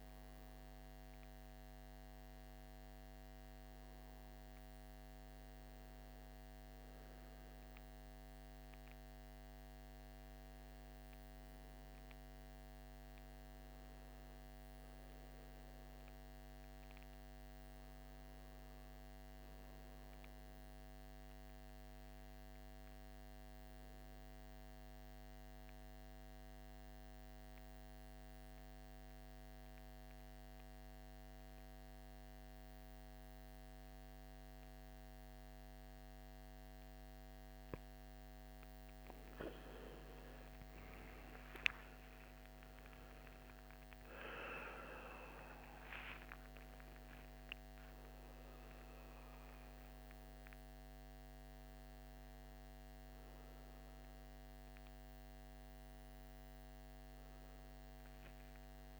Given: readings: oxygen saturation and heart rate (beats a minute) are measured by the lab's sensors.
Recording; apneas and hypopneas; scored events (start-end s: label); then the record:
a person partly awake in a sleep study, hard to hear, by a microphone on the trachea; 1
23.50-38.50 s: obstructive apnea (oxygen 98% before, 91% lowest, heart rate 57 before, 58 extreme, up 21 after)
40.50-59.00 s: new sleep stage, awake
41.50-59.00 s: oxygen desaturation (device-marked, oxygen 96% before, 91% lowest, heart rate 59 before, 58 extreme)
From the record:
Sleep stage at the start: N2 (light sleep); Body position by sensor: on the right side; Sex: male